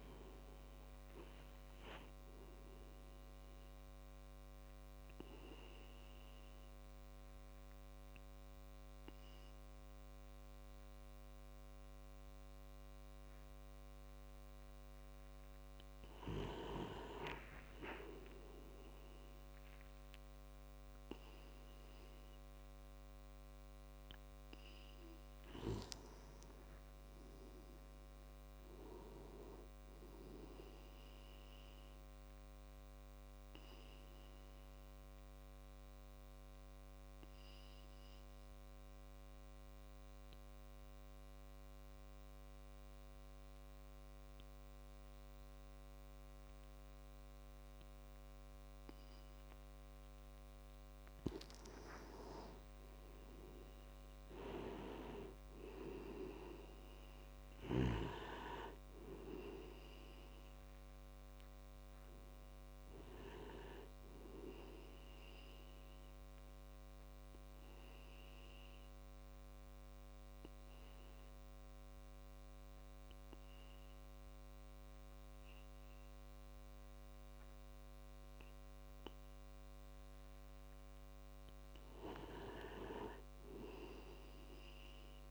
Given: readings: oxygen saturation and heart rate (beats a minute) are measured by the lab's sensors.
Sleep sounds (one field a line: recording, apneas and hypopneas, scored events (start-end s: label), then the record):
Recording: breathing in sleep by a microphone on the trachea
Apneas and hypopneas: 3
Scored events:
0.00-19.50 s: oxygen desaturation (device-marked, oxygen 90% lowest, heart rate 49 extreme)
4.00-15.00 s: obstructive apnea (oxygen 98% before, 90% lowest, heart rate 61 before, 49 extreme, up 29 after)
17.00-21.00 s: arousal
32.00-51.00 s: obstructive apnea (oxygen 97% before, 91% lowest, heart rate 61 before, 52 extreme, up 28 after)
52.50-55.50 s: arousal
57.50-81.50 s: oxygen desaturation (device-marked, oxygen 97% before, 91% lowest, heart rate 61 before, 50 extreme)
66.50-80.00 s: obstructive apnea (oxygen 97% before, 91% lowest, heart rate 64 before, 50 extreme, up 28 after)
83.00-85.31 s: arousal
From the record:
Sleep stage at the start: N2 (light sleep)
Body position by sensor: on the back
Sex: male